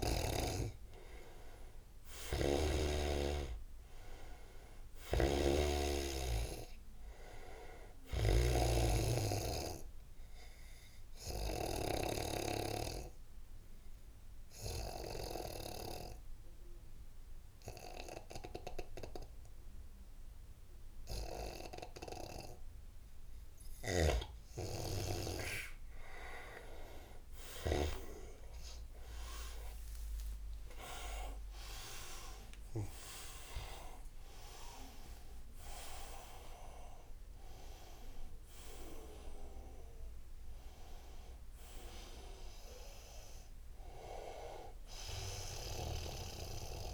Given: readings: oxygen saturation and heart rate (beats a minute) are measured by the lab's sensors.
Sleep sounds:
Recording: breathing in sleep by a room microphone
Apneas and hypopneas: 1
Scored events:
0.00-1.00 s: arousal
0.00-12.00 s: snoring (device-marked)
1.50-19.50 s: oxygen desaturation (device-marked, oxygen 97% before, 93% lowest, heart rate 80 before, 74 extreme)
11.00-23.00 s: obstructive apnea (oxygen 97% before, 92% lowest, heart rate 79 before, 76 extreme, up 29 after)
23.50-28.00 s: snoring (device-marked)
27.50-37.50 s: tachycardia (device-marked, heart rate 87 before, 158 extreme)
28.50-33.00 s: arousal
31.50-46.94 s: oxygen desaturation (device-marked, oxygen 98% before, 92% lowest, heart rate 81 before, 75 extreme)
From the record:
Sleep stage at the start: N2 (light sleep)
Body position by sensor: on the right side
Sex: male

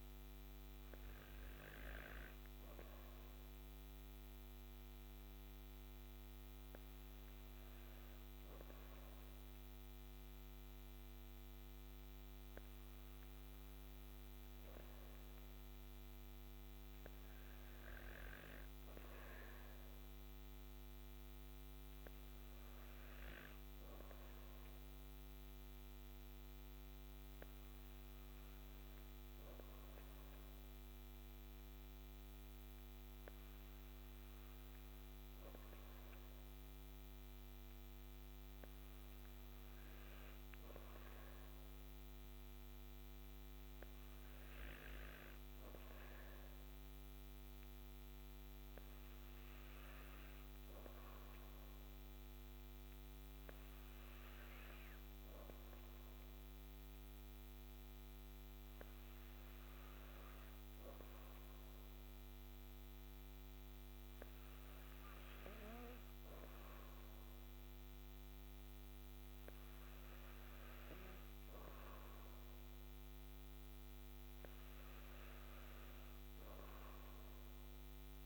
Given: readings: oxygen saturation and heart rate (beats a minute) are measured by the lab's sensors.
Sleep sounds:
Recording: breathing in sleep, hard to hear, by a microphone on the trachea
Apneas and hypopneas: none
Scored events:
none scored
From the record:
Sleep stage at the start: N2 (light sleep)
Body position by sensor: on the back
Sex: female

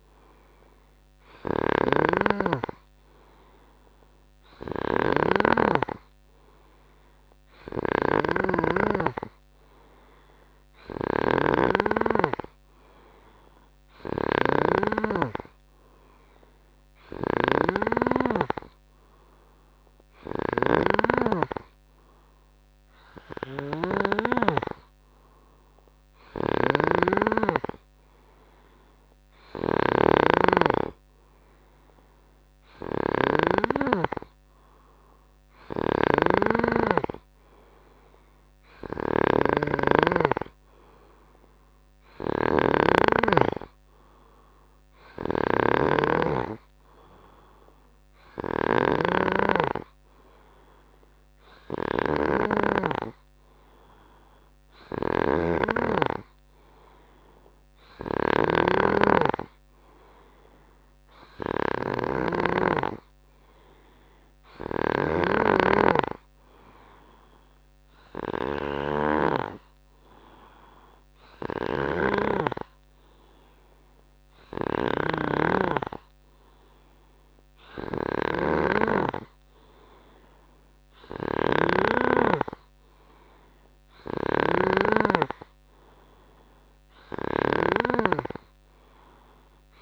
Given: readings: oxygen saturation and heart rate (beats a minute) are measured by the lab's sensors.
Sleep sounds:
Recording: breathing in sleep by a microphone on the trachea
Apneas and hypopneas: none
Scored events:
1.50-5.50 s: snoring (device-marked)
7.50-33.50 s: snoring (device-marked)
35.50-49.00 s: snoring (device-marked)
55.00-62.50 s: snoring (device-marked)
71.50-88.00 s: snoring (device-marked)
From the record:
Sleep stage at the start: N3 (deep sleep)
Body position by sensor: on the right side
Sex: male

